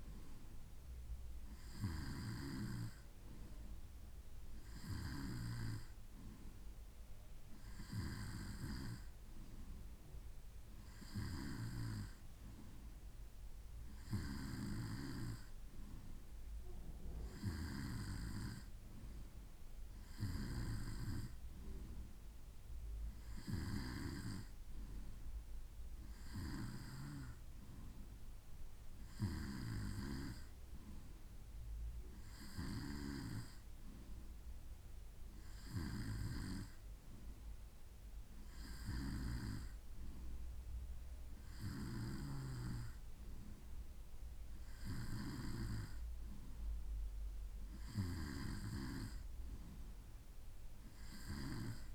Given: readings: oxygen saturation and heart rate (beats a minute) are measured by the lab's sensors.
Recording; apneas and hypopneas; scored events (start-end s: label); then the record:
breathing in sleep by a room microphone; none
none scored
From the record:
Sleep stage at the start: N2 (light sleep); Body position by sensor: on the right side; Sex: male